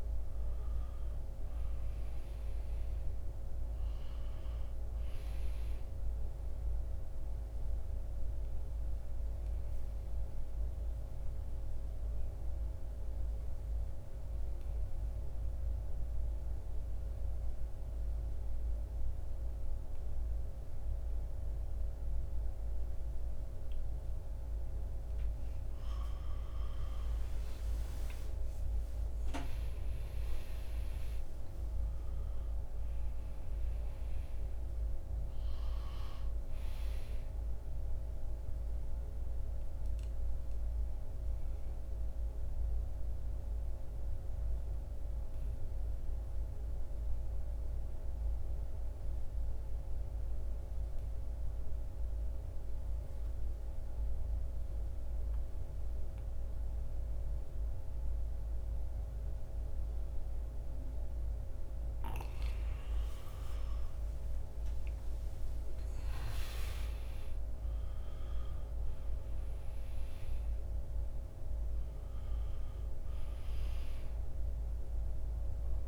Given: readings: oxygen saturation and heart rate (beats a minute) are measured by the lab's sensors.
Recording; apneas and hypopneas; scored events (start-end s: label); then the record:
breathing in sleep, hard to hear, by a room microphone; 2
0.00-22.50 s: oxygen desaturation (device-marked, oxygen 84% lowest)
6.00-25.50 s: obstructive apnea (oxygen 96% before, 84% lowest)
27.00-31.00 s: arousal
35.50-52.50 s: oxygen desaturation (device-marked, oxygen 98% before, 90% lowest, heart rate 55 before, 51 extreme)
38.00-61.50 s: obstructive apnea (oxygen 98% before, 85% lowest, heart rate 56 before, 51 extreme, up 14 after)
61.50-75.88 s: oxygen desaturation (device-marked, oxygen 97% before, 85% lowest, heart rate 52 before, 51 extreme)
64.00-68.00 s: arousal
From the record:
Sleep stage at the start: N2 (light sleep); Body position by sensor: on the back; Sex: male